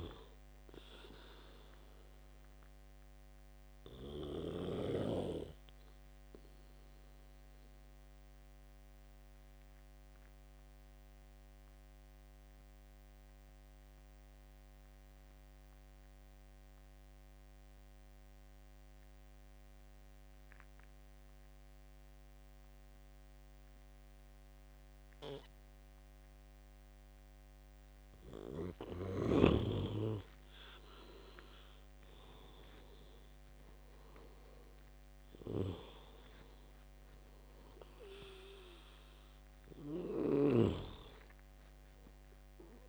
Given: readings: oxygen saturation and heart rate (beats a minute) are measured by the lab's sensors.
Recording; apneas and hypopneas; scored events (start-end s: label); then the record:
breathing in sleep by a microphone on the trachea; 1
0.00-19.50 s: oxygen desaturation (device-marked, oxygen 89% lowest, heart rate 69 extreme)
3.50-28.00 s: obstructive apnea (oxygen 99% before, 88% lowest, heart rate 72 before, 69 extreme, up 9 after)
29.50-42.50 s: oxygen desaturation (device-marked, oxygen 98% before, 92% lowest, heart rate 70 before, 67 extreme)
30.50-34.50 s: arousal
From the record:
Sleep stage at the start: N2 (light sleep); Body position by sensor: on the back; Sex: male